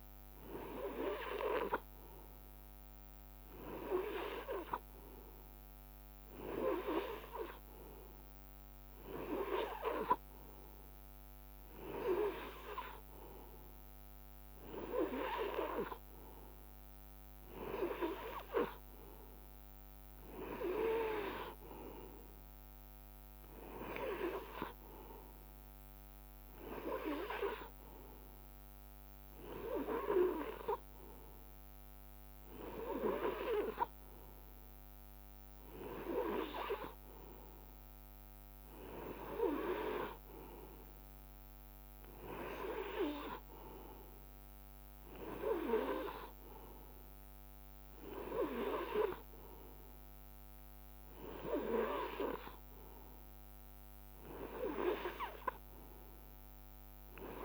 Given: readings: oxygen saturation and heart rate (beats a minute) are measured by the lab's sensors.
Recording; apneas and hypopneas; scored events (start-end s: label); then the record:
breathing in sleep by a microphone on the trachea; none
none scored
From the record:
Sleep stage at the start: N2 (light sleep); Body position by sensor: on the right side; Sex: male